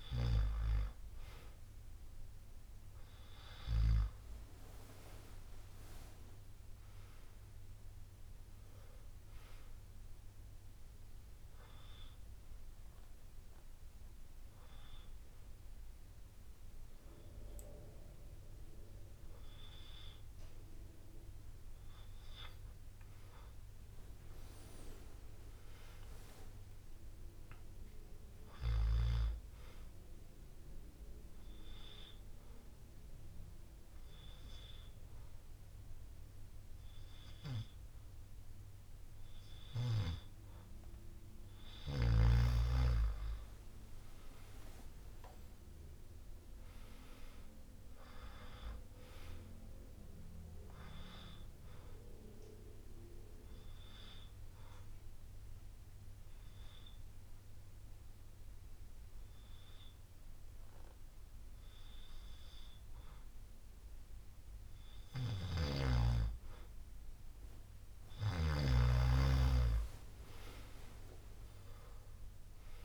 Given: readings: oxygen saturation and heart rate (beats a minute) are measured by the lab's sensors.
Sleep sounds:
breathing in sleep by a room microphone; 3
5.50-9.00 s: arousal
11.50-21.50 s: hypopnea (oxygen 96% before, 92% lowest, heart rate 65 before, 59 extreme, up 9 after)
24.50-28.50 s: arousal
25.00-34.00 s: drop in pulse transit time (device-marked, heart rate 65 before, 63 extreme)
31.50-41.50 s: obstructive apnea (oxygen 96% before, 92% lowest, heart rate 65 before, 58 extreme, up 9 after)
32.00-34.00 s: bradycardia (device-marked, heart rate 63 before, 63 extreme)
43.00-46.50 s: arousal
45.00-55.00 s: drop in pulse transit time (device-marked, heart rate 64 before, 61 extreme)
52.00-57.00 s: bradycardia (device-marked, heart rate 63 before, 58 extreme)
54.00-65.50 s: obstructive apnea (oxygen 95% before, 92% lowest, heart rate 63 before, 59 extreme, up 24 after)
63.50-65.50 s: long interval between heartbeats (device-marked, heart rate 64 before, 83 extreme)
69.00-72.85 s: drop in pulse transit time (device-marked, heart rate 68 before, 59 extreme)
69.50-72.85 s: arousal
From the record:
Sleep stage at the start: N2 (light sleep); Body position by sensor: on the back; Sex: male

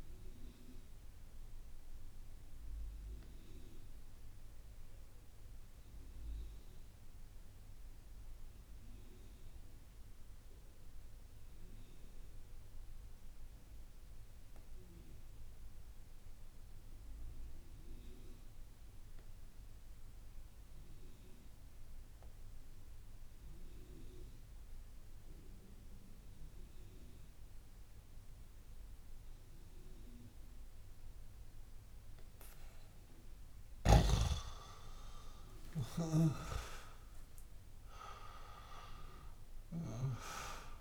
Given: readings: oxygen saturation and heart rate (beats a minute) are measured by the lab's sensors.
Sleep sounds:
breathing in sleep by a room microphone; 1
0.00-23.00 s: oxygen desaturation (device-marked, oxygen 91% lowest)
1.00-29.00 s: obstructive apnea (oxygen 99% before, 85% lowest)
33.00-37.50 s: arousal
35.00-40.81 s: oxygen desaturation (device-marked, oxygen 95% before, 85% lowest)
From the record:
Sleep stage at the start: N2 (light sleep); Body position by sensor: on the back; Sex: male

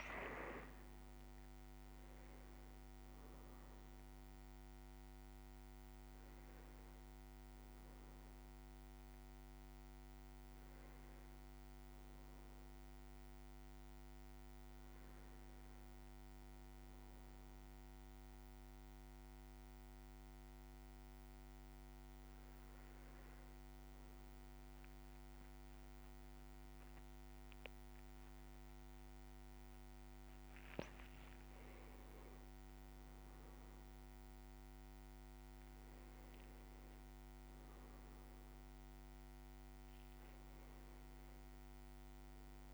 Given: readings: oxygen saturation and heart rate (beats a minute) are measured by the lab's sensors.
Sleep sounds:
breathing in sleep, hard to hear, by a microphone on the trachea; 1
0.00-1.00 s: leg movement (device-marked)
0.00-3.50 s: arousal
0.00-17.50 s: oxygen desaturation (device-marked, oxygen 94% lowest, heart rate 56 extreme)
17.00-29.50 s: hypopnea (oxygen 98% before, 93% lowest, heart rate 60 before, 56 extreme, up 10 after)
23.00-31.50 s: leg movement (device-marked)
31.50-37.00 s: arousal
From the record:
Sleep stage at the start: N1 (lightest sleep); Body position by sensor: on the back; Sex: male

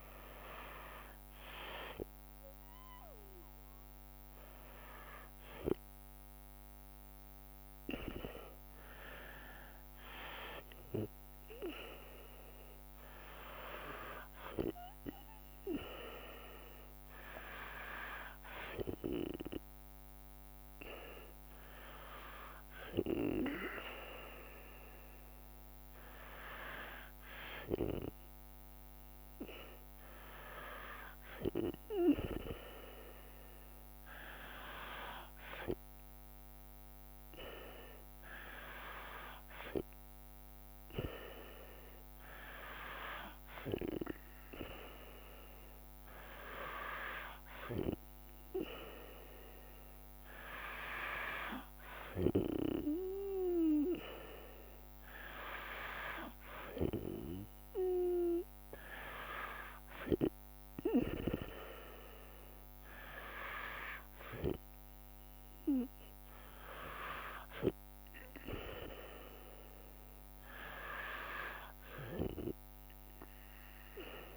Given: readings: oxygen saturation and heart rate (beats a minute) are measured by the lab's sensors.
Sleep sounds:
breathing in sleep by a microphone on the trachea; none
none scored
From the record:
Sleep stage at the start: N2 (light sleep); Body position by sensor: on the back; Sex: female

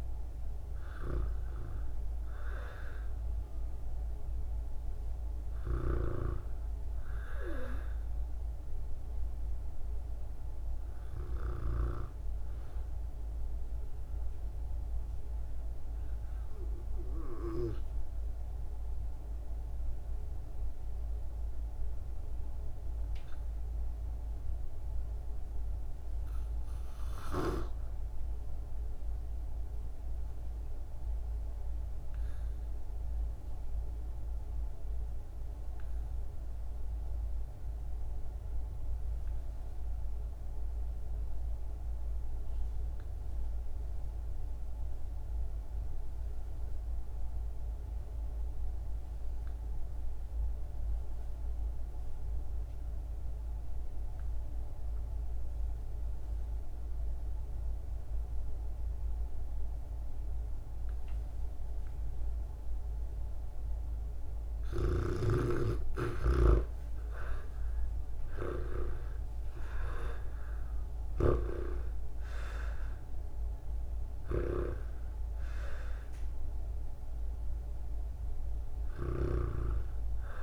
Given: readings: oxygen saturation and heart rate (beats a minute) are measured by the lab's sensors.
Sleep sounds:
breathing in sleep by a room microphone; 1
13.50-63.50 s: obstructive apnea (oxygen 99% before, 72% lowest, heart rate 61 before, 48 extreme, up 15 after)
34.00-80.43 s: oxygen desaturation (device-marked, oxygen 98% before, 72% lowest, heart rate 56 before, 48 extreme)
66.50-70.00 s: arousal
From the record:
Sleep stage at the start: REM sleep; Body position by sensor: on the back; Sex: female

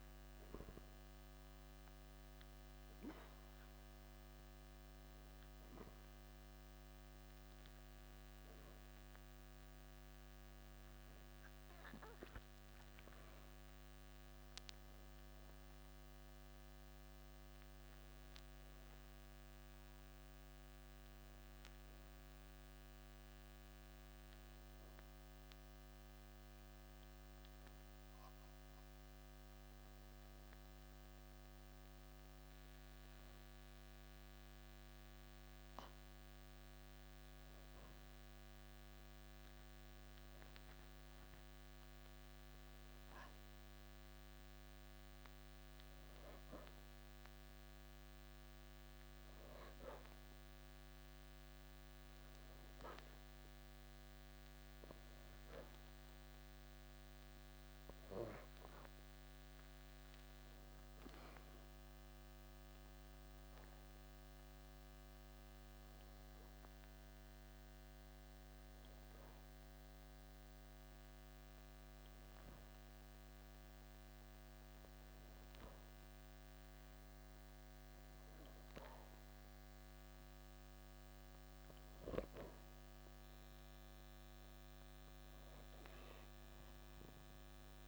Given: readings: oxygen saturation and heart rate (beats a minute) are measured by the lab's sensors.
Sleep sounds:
breathing in sleep, hard to hear, by a microphone on the trachea; 3
0.00-5.50 s: oxygen desaturation (device-marked, oxygen 91% lowest, heart rate 54 extreme)
0.50-10.50 s: hypopnea (oxygen 95% before, 91% lowest, heart rate 56 before, 55 extreme, up 10 after)
12.50-17.00 s: arousal
32.00-45.50 s: hypopnea (oxygen 95% before, 91% lowest, heart rate 57 before, 54 extreme, up 0 after)
48.00-52.00 s: arousal
51.50-72.50 s: oxygen desaturation (device-marked, oxygen 95% before, 91% lowest, heart rate 55 before, 54 extreme)
63.00-77.50 s: hypopnea (oxygen 95% before, 90% lowest, heart rate 55 before, 55 extreme, up 28 after)
82.50-86.50 s: arousal
From the record:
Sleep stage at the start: N2 (light sleep); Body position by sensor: on the back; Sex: male

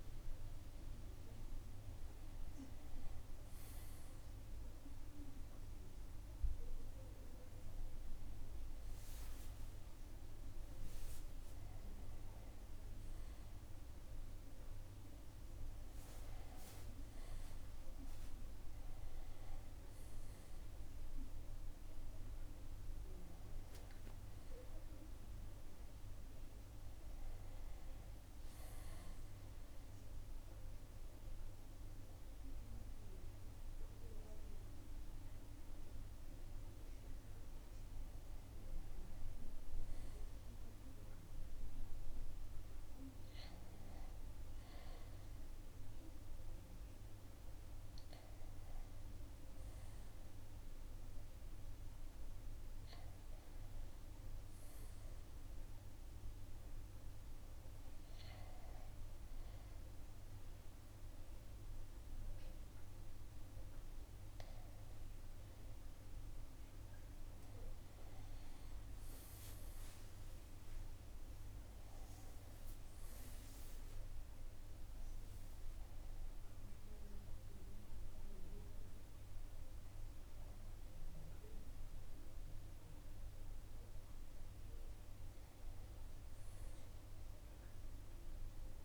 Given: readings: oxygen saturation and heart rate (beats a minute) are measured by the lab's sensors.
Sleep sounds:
a person awake in a sleep study, hard to hear, by a room microphone; none
77.00-87.00 s: oxygen desaturation (device-marked, oxygen 95% before, 91% lowest, heart rate 75 before, 75 extreme)
From the record:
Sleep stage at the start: awake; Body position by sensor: on the right side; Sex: male

